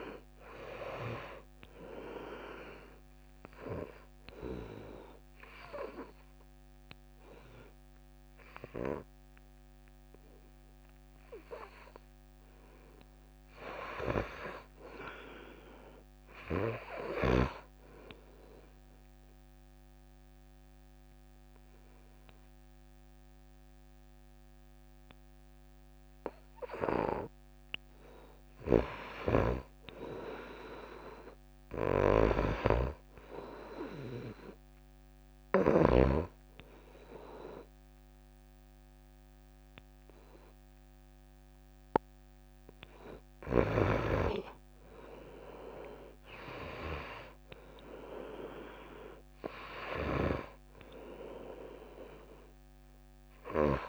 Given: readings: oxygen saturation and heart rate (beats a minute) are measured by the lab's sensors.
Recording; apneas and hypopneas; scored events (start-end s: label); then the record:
breathing in sleep by a microphone on the trachea; 3
0.00-12.00 s: oxygen desaturation (device-marked, oxygen 87% lowest)
3.00-13.00 s: hypopnea (oxygen 95% before, 89% lowest)
14.50-17.00 s: arousal
19.00-29.00 s: obstructive apnea (oxygen 97% before, 90% lowest)
30.50-33.00 s: arousal
33.00-36.50 s: snoring (device-marked)
34.00-44.00 s: obstructive apnea (oxygen 97% before, 90% lowest)
36.00-47.00 s: oxygen desaturation (device-marked, oxygen 95% before, 90% lowest)
47.00-50.00 s: arousal
From the record:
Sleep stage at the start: N2 (light sleep); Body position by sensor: on the back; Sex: female